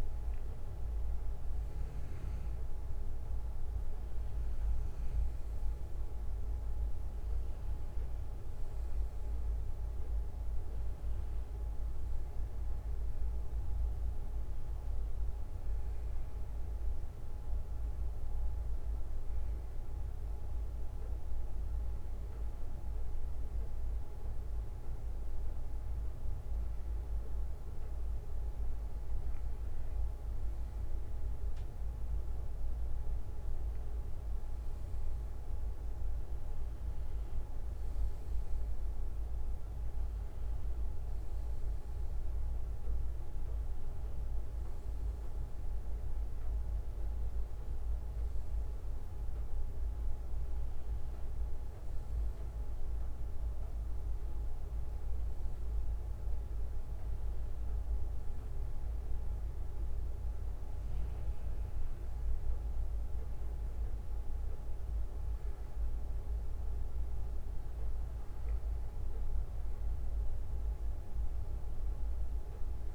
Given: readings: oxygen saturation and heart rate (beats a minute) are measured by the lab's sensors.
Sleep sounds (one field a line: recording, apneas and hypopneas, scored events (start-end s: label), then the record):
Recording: breathing in sleep, hard to hear, by a room microphone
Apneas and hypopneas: none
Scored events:
8.50-72.95 s: new sleep stage, N2 (light sleep)
15.50-18.50 s: bradycardia (device-marked, heart rate 63 before, 59 extreme)
53.50-55.50 s: bradycardia (device-marked, heart rate 63 before, 67 extreme)
56.50-58.50 s: bradycardia (device-marked, heart rate 63 before, 57 extreme)
59.50-66.50 s: bradycardia (device-marked, heart rate 63 before, 53 extreme)
From the record:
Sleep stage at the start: N1 (lightest sleep)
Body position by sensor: on the back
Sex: male